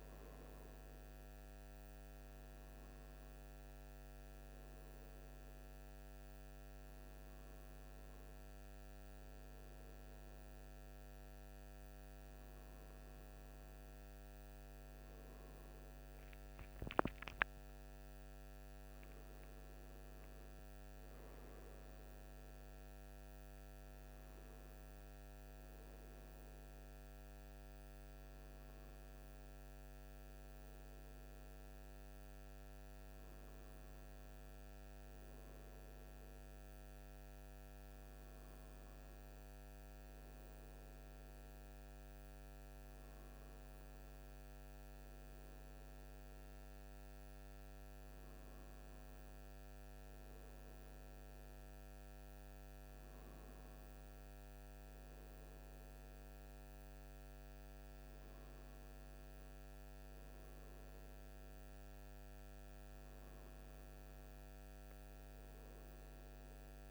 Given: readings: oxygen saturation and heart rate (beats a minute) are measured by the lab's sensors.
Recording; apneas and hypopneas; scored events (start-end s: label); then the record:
a person awake in a sleep study, hard to hear, by a microphone on the trachea; none
none scored
From the record:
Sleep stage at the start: awake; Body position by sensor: on the right side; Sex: male